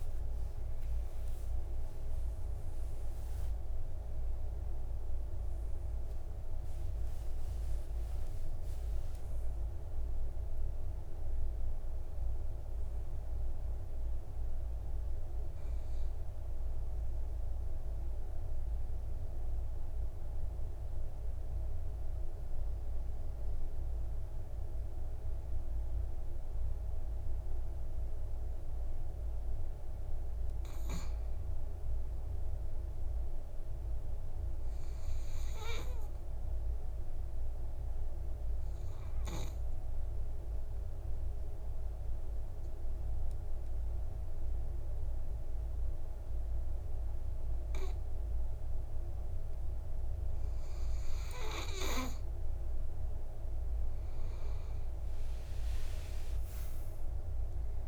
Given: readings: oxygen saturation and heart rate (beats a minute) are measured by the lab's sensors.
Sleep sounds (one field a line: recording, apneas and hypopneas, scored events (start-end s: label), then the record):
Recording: breathing in sleep, hard to hear, by a room microphone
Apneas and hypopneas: 1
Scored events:
0.00-2.00 s: arousal
3.00-14.00 s: oxygen desaturation (device-marked, oxygen 97% before, 94% lowest, heart rate 56 before, 52 extreme)
36.00-50.50 s: obstructive apnea (oxygen 100% before, 91% lowest, heart rate 57 before, 49 extreme, up 20 after)
51.00-57.88 s: oxygen desaturation (device-marked, oxygen 98% before, 93% lowest, heart rate 56 before, 49 extreme)
55.50-57.88 s: arousal
56.50-57.88 s: long interval between heartbeats (device-marked, heart rate 56 before, 71 extreme)
From the record:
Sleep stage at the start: N2 (light sleep)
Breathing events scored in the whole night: 202 in 4.0 hours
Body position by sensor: on the back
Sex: male